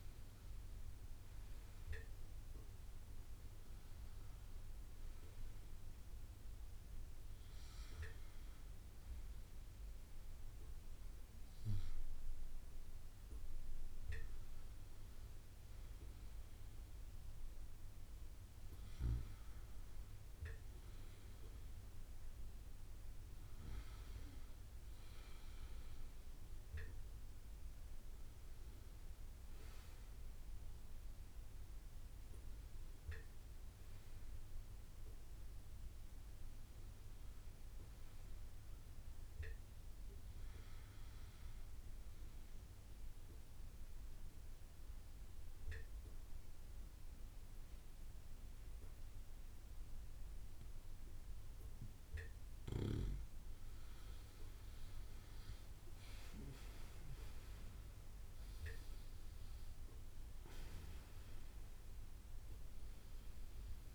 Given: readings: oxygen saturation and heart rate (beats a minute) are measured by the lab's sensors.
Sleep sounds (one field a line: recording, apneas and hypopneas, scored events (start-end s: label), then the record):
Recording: breathing in sleep by a room microphone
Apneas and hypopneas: 1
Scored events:
0.00-2.00 s: long interval between heartbeats (device-marked, heart rate 62 before, 71 extreme)
4.50-12.50 s: bradycardia (device-marked)
10.50-27.50 s: drop in pulse transit time (device-marked, heart rate 63 before, 57 extreme)
35.00-39.50 s: arousal
43.00-53.50 s: obstructive apnea (oxygen 97% before, 94% lowest, heart rate 62 before, 54 extreme, up 8 after)
54.50-58.50 s: arousal
56.50-63.95 s: oxygen desaturation (device-marked, oxygen 97% before, 94% lowest, heart rate 62 before, 39 extreme)
From the record:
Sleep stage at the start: N1 (lightest sleep)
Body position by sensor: on the right side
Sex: male